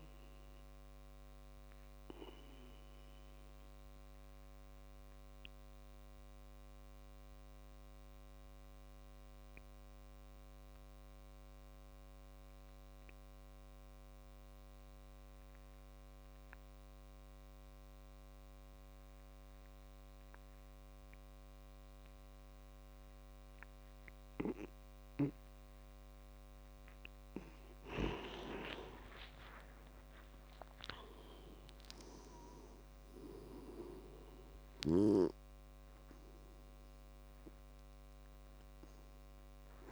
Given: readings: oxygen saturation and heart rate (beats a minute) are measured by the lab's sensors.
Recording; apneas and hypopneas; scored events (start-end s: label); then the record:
breathing in sleep by a microphone on the trachea; 1
0.00-16.50 s: oxygen desaturation (device-marked, oxygen 90% lowest, heart rate 52 extreme)
2.50-26.50 s: obstructive apnea (oxygen 98% before, 90% lowest, heart rate 79 before, 52 extreme, up 44 after)
26.50-30.50 s: tachycardia (device-marked, heart rate 38 before, 103 extreme)
27.50-31.50 s: arousal
29.50-39.92 s: oxygen desaturation (device-marked, oxygen 98% before, 91% lowest, heart rate 66 before, 49 extreme)
From the record:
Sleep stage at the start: N2 (light sleep); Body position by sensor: on the back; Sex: male